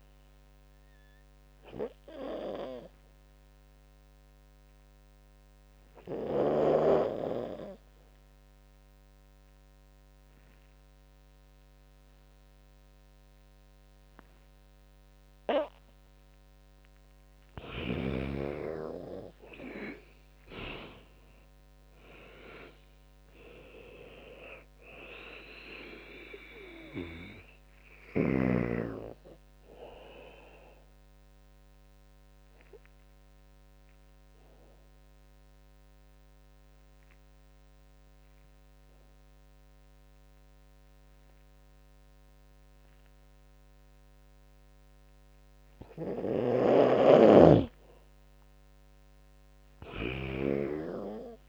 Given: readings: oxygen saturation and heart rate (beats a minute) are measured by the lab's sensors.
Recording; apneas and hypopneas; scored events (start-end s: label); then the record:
breathing in sleep by a microphone on the trachea; 2
0.00-13.50 s: oxygen desaturation (device-marked, oxygen 92% lowest, heart rate 73 extreme)
3.50-16.00 s: obstructive apnea (oxygen 98% before, 92% lowest, heart rate 77 before, 73 extreme, up 17 after)
17.50-20.00 s: arousal
18.50-31.50 s: drop in pulse transit time (device-marked, heart rate 79 before, 75 extreme)
20.50-29.50 s: oxygen desaturation (device-marked, oxygen 95% before, 92% lowest, heart rate 79 before, 73 extreme)
30.00-45.00 s: obstructive apnea (oxygen 95% before, 92% lowest, heart rate 84 before, 73 extreme, up 13 after)
45.50-50.00 s: snoring (device-marked)
47.00-50.50 s: arousal
48.50-51.48 s: drop in pulse transit time (device-marked, heart rate 77 before, 83 extreme)
From the record:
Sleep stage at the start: N2 (light sleep); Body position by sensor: on the back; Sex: female